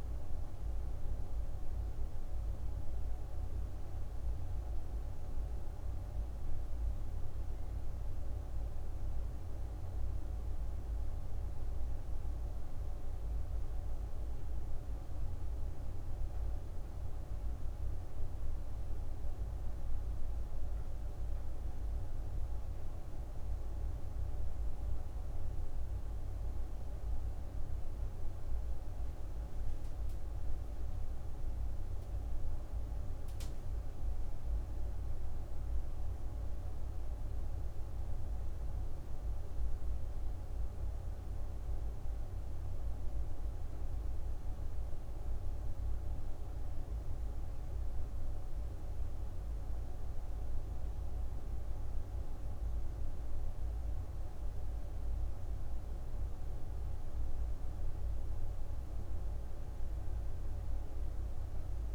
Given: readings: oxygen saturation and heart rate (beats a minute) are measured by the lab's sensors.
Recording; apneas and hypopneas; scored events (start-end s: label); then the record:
breathing in sleep, hard to hear, by a room microphone; none
none scored
From the record:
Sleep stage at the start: N1 (lightest sleep); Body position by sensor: on the right side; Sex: female